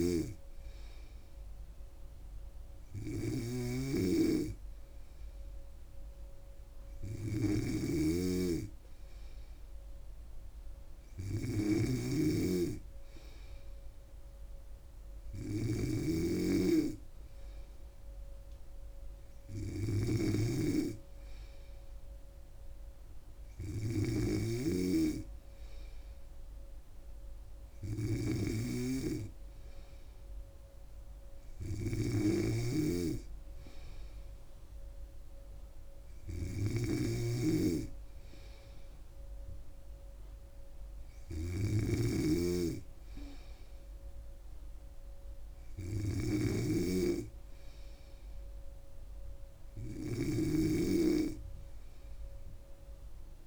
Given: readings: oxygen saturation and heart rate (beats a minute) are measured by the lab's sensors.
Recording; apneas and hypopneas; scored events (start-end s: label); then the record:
breathing in sleep by a room microphone; none
0.00-53.47 s: snoring (device-marked)
From the record:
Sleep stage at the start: N3 (deep sleep); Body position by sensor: on the back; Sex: female